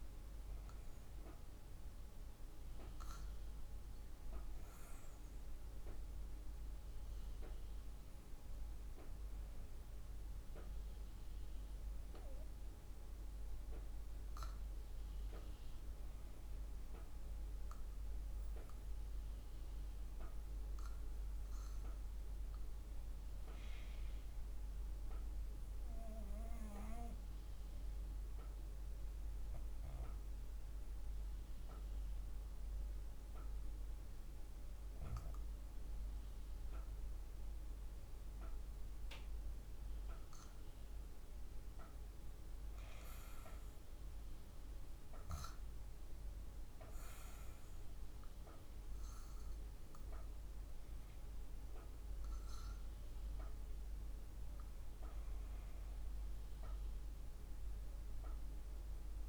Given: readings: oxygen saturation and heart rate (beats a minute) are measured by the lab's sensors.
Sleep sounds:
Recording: breathing in sleep by a room microphone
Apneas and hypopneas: 1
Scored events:
26.00-41.50 s: hypopnea (oxygen 98% before, 92% lowest, heart rate 57 before, 55 extreme, up 2 after)
45.00-49.50 s: arousal
From the record:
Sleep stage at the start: REM sleep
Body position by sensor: on the back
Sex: female

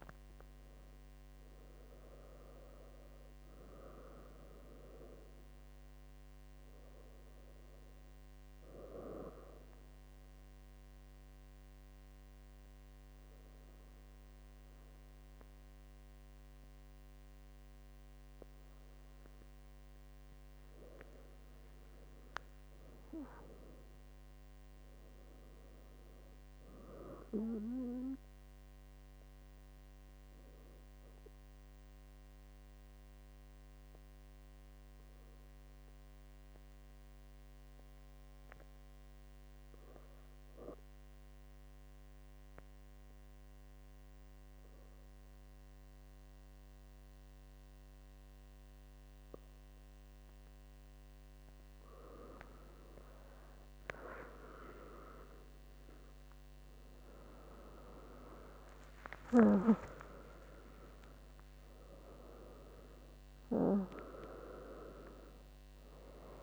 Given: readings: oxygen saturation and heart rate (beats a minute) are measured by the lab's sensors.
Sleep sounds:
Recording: a person partly awake in a sleep study, by a microphone on the trachea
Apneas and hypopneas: 2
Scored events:
10.50-21.50 s: obstructive apnea (oxygen 98% before, 96% lowest, heart rate 83 before, 67 extreme, up 8 after)
22.50-26.50 s: arousal
33.00-51.50 s: obstructive apnea (oxygen 99% before, 96% lowest, heart rate 72 before, 68 extreme, up 31 after)
42.00-66.43 s: new sleep stage, awake
From the record:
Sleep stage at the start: N2 (light sleep)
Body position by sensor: on the back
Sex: female

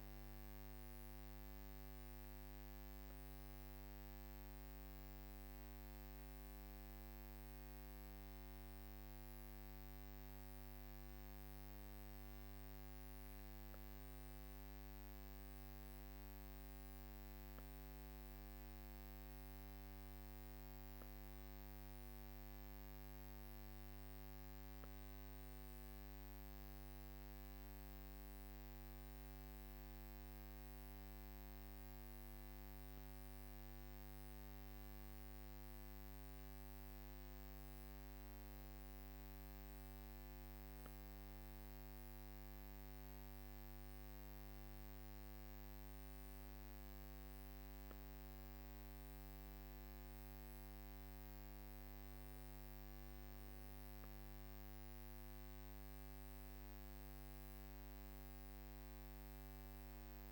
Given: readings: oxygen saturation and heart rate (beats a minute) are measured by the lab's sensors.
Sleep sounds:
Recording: breathing in sleep, hard to hear, by a microphone on the trachea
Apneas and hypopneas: none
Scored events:
none scored
From the record:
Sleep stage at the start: N1 (lightest sleep)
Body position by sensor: on the back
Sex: male

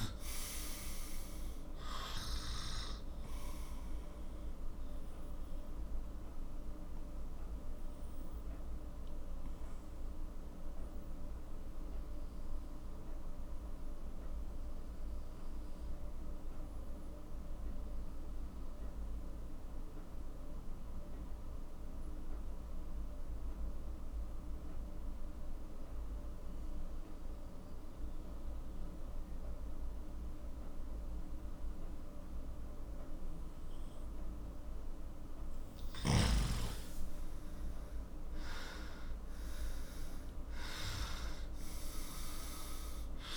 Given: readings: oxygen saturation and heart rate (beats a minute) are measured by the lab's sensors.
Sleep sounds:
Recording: breathing in sleep by a room microphone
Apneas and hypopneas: 1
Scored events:
0.00-18.50 s: oxygen desaturation (device-marked, oxygen 89% lowest, heart rate 40 extreme)
3.50-36.00 s: obstructive apnea (oxygen 98% before, 89% lowest, heart rate 55 before, 40 extreme, up 14 after)
35.50-43.36 s: oxygen desaturation (device-marked, oxygen 98% before, 90% lowest, heart rate 47 before, 41 extreme)
38.50-43.00 s: arousal
From the record:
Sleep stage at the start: N2 (light sleep)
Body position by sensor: on the left side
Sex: male

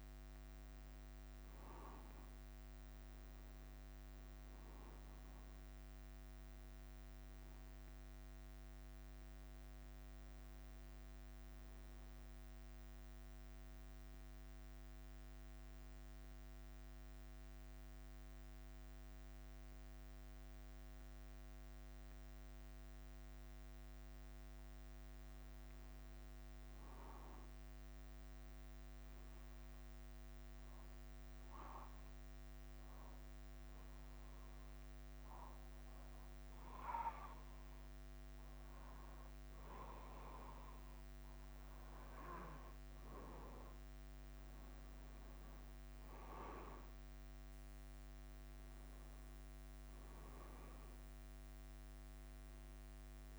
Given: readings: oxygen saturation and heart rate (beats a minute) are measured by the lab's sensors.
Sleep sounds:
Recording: breathing in sleep by a microphone on the trachea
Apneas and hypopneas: 1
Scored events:
0.00-19.50 s: oxygen desaturation (device-marked, oxygen 92% lowest, heart rate 48 extreme)
5.00-7.00 s: long interval between heartbeats (device-marked, heart rate 58 before, 73 extreme)
6.50-17.50 s: bradycardia (device-marked, heart rate 59 before, 49 extreme)
16.00-26.50 s: central apnea (oxygen 98% before, 92% lowest, heart rate 61 before, 48 extreme, up 3 after)
24.50-49.50 s: bradycardia (device-marked, heart rate 59 before, 48 extreme)
28.50-32.00 s: arousal
40.50-53.39 s: oxygen desaturation (device-marked, oxygen 98% before, 92% lowest, heart rate 57 before, 47 extreme)
From the record:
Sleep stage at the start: N2 (light sleep)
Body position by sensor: on the back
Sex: male

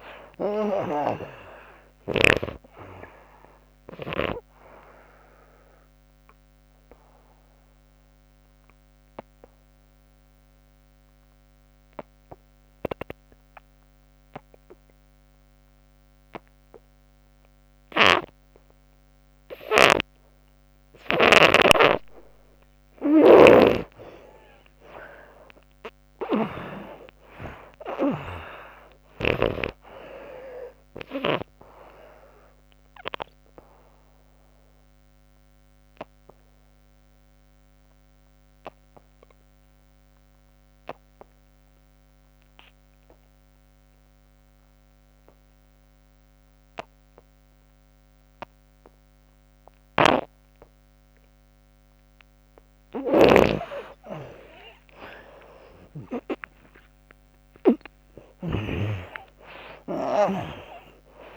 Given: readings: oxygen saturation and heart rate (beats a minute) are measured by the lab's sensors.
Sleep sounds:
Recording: breathing in sleep by a microphone on the trachea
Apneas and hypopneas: 2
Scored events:
0.00-2.00 s: snoring (device-marked)
0.00-16.50 s: oxygen desaturation (device-marked, oxygen 77% lowest, heart rate 61 extreme)
4.00-21.00 s: obstructive apnea (oxygen 96% before, 75% lowest, heart rate 76 before, 61 extreme, up 22 after)
25.00-28.50 s: arousal
25.50-29.00 s: snoring (device-marked)
32.00-51.00 s: obstructive apnea (oxygen 97% before, 75% lowest, heart rate 68 before, 60 extreme)
32.50-44.50 s: oxygen desaturation (device-marked, oxygen 96% before, 80% lowest, heart rate 70 before, 60 extreme)
52.50-61.37 s: snoring (device-marked)
53.50-61.37 s: oxygen desaturation (device-marked, oxygen 97% before, 75% lowest, heart rate 69 before, 62 extreme)
54.50-59.00 s: arousal
From the record:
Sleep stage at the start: N2 (light sleep)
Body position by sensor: on the back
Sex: female

